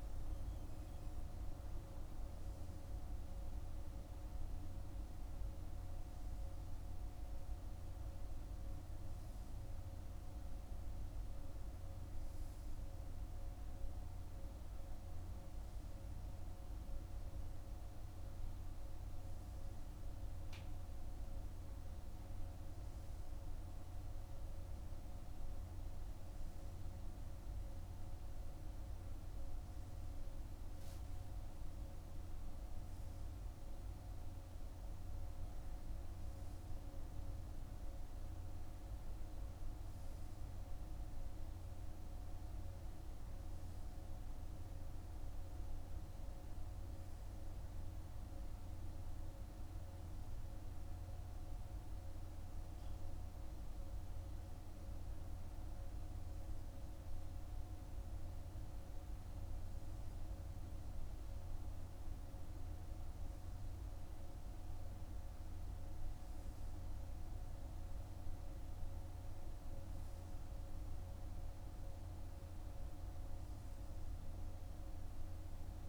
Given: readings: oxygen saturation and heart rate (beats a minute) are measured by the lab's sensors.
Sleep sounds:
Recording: breathing in sleep, hard to hear, by a room microphone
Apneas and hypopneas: none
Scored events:
none scored
From the record:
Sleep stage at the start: N3 (deep sleep)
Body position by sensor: on the right side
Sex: male

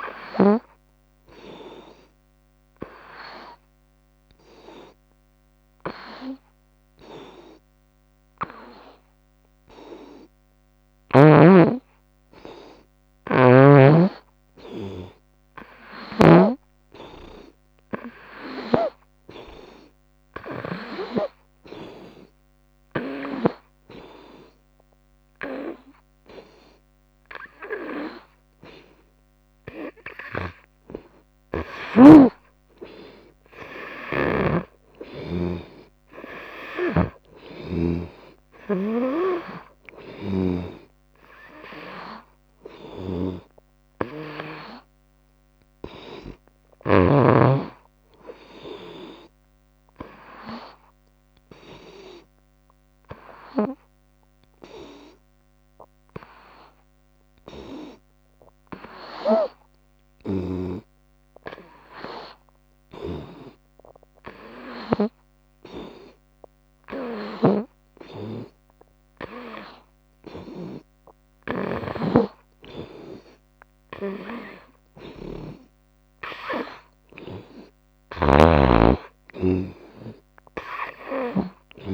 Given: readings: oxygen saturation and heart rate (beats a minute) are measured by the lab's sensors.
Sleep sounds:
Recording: breathing in sleep by a microphone on the trachea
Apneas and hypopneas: 3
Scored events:
0.00-13.50 s: oxygen desaturation (device-marked, oxygen 87% lowest, heart rate 73 extreme)
0.50-12.50 s: hypopnea (oxygen 90% before, 84% lowest, heart rate 76 before, 73 extreme, up 4 after)
15.50-53.50 s: oxygen desaturation (device-marked, oxygen 95% before, 84% lowest, heart rate 75 before, 71 extreme)
16.50-19.50 s: arousal
22.50-32.50 s: hypopnea (oxygen 95% before, 84% lowest, heart rate 75 before, 71 extreme, up 1 after)
37.00-41.00 s: snoring (device-marked)
39.00-42.50 s: arousal
43.00-47.50 s: snoring (device-marked)
51.50-70.00 s: hypopnea (oxygen 90% before, 84% lowest, heart rate 76 before, 72 extreme, up 2 after)
67.50-81.94 s: oxygen desaturation (device-marked, oxygen 94% before, 86% lowest, heart rate 73 before, 75 extreme)
74.00-79.00 s: arousal
From the record:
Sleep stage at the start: N2 (light sleep)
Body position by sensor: on the front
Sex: female

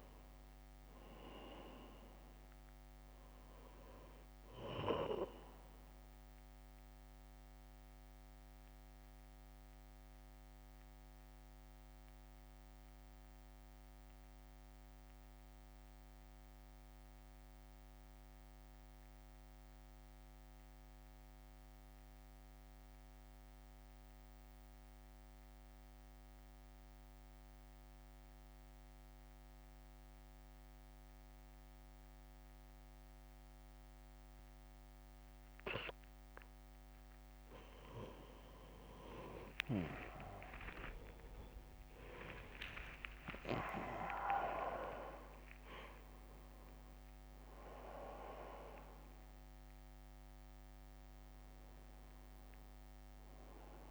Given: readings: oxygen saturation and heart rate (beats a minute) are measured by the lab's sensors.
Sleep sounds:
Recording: breathing in sleep by a microphone on the trachea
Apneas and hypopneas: 1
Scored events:
0.00-10.50 s: drop in pulse transit time (device-marked, heart rate 54 extreme)
0.00-24.50 s: oxygen desaturation (device-marked, oxygen 85% lowest, heart rate 54 extreme)
6.50-36.50 s: central apnea (oxygen 98% before, 85% lowest, heart rate 60 before, 55 extreme)
37.50-44.50 s: tachycardia (device-marked, heart rate 61 before, 149 extreme)
39.00-43.00 s: arousal
39.50-53.50 s: oxygen desaturation (device-marked, oxygen 97% before, 88% lowest, heart rate 63 before, 56 extreme)
40.50-42.50 s: long interval between heartbeats (device-marked, heart rate 65 before, 109 extreme)
41.50-53.91 s: drop in pulse transit time (device-marked, heart rate 67 before, 65 extreme)
42.50-44.50 s: long interval between heartbeats (device-marked, heart rate 70 before, 142 extreme)
From the record:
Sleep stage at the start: N2 (light sleep)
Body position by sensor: on the right side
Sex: male

